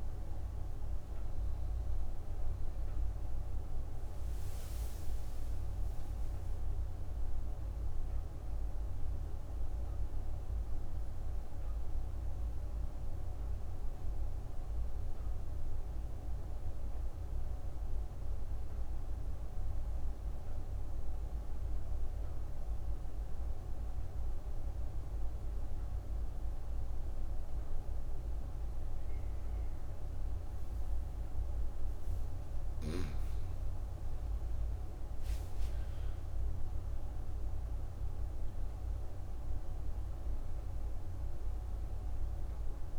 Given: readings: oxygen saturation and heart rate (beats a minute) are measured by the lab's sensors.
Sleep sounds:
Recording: breathing in sleep, hard to hear, by a room microphone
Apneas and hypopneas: 1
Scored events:
0.00-18.50 s: oxygen desaturation (device-marked, oxygen 94% lowest)
12.00-31.00 s: obstructive apnea (oxygen 99% before, 91% lowest)
34.00-39.00 s: arousal
34.50-42.99 s: oxygen desaturation (device-marked, oxygen 98% before, 91% lowest)
From the record:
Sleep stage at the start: N2 (light sleep)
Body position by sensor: on the right side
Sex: female

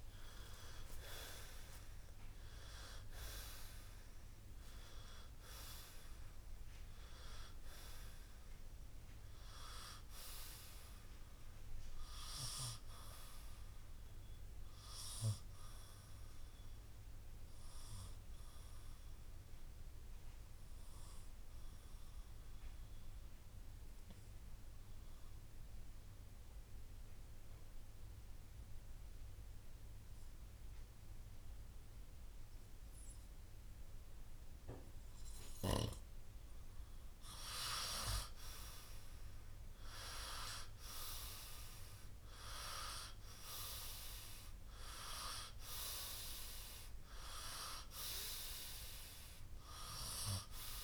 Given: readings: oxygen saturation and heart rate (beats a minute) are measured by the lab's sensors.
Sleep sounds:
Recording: breathing in sleep by a room microphone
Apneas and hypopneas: 1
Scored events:
0.00-13.00 s: oxygen desaturation (device-marked, oxygen 91% lowest, heart rate 58 extreme)
20.00-35.50 s: obstructive apnea (oxygen 95% before, 90% lowest, heart rate 66 before, 59 extreme, up 8 after)
37.50-41.00 s: arousal
From the record:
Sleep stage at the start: N2 (light sleep)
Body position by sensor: on the right side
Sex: male

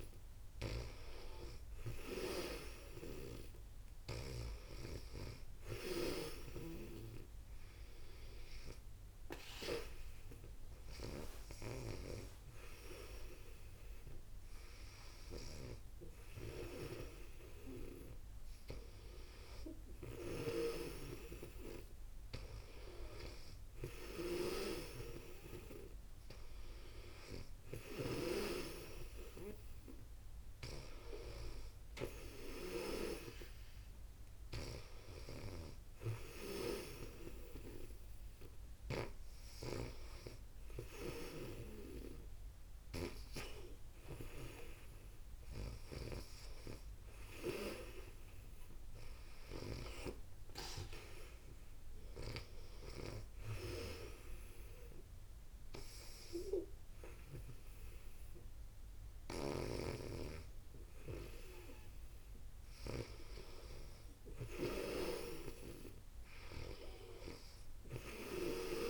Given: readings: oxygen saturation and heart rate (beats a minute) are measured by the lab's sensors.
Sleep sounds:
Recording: breathing in sleep by a room microphone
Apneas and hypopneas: none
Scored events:
0.00-4.00 s: snoring (device-marked)
6.00-28.00 s: snoring (device-marked)
34.50-46.00 s: snoring (device-marked)
41.00-45.50 s: arousal
59.00-68.50 s: snoring (device-marked)
From the record:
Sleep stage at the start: N2 (light sleep)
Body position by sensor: on the back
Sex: female

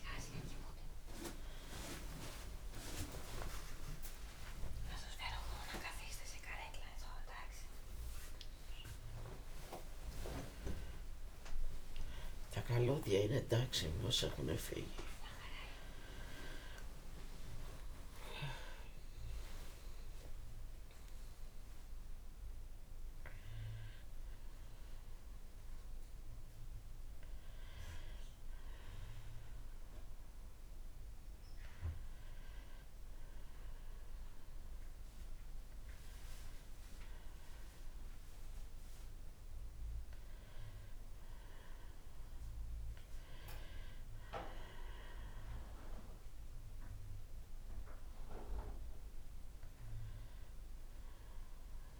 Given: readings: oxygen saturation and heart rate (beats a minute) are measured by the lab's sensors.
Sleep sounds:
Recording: a person partly awake in a sleep study, by a room microphone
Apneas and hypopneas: none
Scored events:
15.00-52.00 s: new sleep stage, N1 (lightest sleep)
34.00-52.00 s: oxygen desaturation (device-marked, oxygen 97% before, 93% lowest)
From the record:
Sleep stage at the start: awake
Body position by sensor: on the back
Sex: female

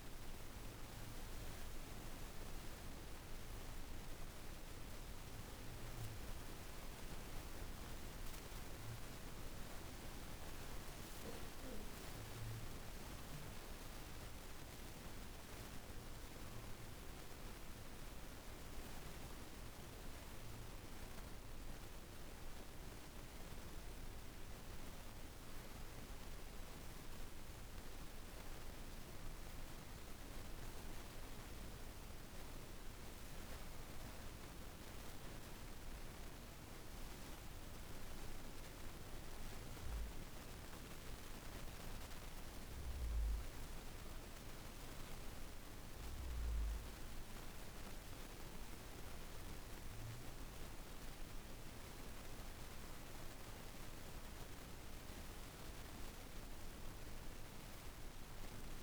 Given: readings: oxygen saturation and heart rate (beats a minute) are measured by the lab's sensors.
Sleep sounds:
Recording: breathing in sleep, hard to hear, by a room microphone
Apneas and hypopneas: none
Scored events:
none scored
From the record:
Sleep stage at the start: N2 (light sleep)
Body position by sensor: on the back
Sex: female

